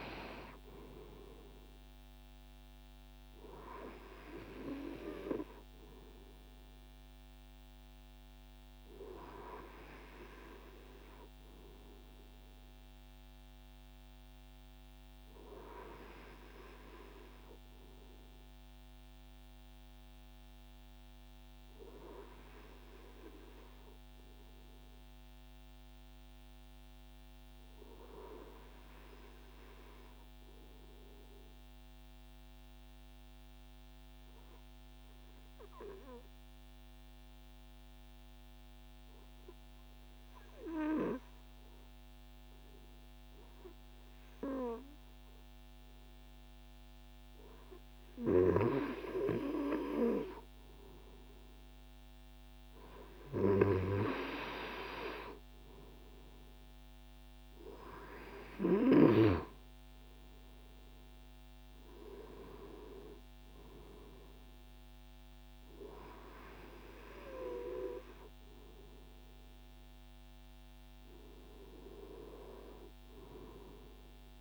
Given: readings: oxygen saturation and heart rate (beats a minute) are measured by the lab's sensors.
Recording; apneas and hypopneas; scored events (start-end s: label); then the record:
breathing in sleep by a microphone on the trachea; 1
17.50-51.00 s: obstructive apnea (oxygen 97% before, 95% lowest, heart rate 160 before, 78 extreme, up 29 after)
53.50-58.50 s: arousal
From the record:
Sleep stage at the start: N2 (light sleep); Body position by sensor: on the right side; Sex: male